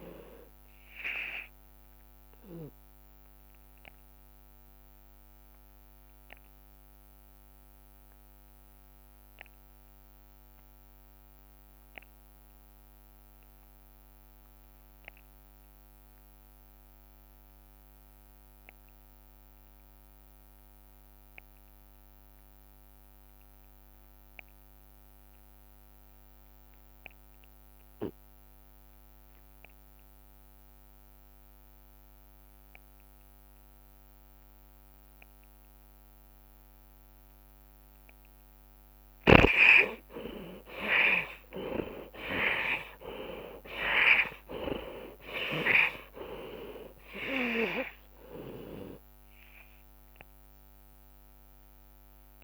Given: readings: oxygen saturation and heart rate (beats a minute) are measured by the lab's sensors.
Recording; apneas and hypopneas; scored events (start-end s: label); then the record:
breathing in sleep by a microphone on the trachea; 1
0.00-13.00 s: oxygen desaturation (device-marked, oxygen 90% lowest)
1.00-3.00 s: long interval between heartbeats (device-marked)
3.50-35.50 s: obstructive apnea (oxygen 96% before, 66% lowest)
15.00-31.00 s: oxygen desaturation (device-marked, oxygen 91% before, 66% lowest)
24.50-26.50 s: long interval between heartbeats (device-marked)
33.00-52.44 s: oxygen desaturation (device-marked, oxygen 93% before, 67% lowest)
38.50-40.50 s: long interval between heartbeats (device-marked)
39.50-45.00 s: arousal
43.00-45.00 s: long interval between heartbeats (device-marked)
45.00-52.44 s: drop in pulse transit time (device-marked)
46.00-48.00 s: long interval between heartbeats (device-marked)
49.00-51.00 s: long interval between heartbeats (device-marked, heart rate 31 before, 66 extreme)
From the record:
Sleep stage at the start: REM sleep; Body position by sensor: on the left side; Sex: male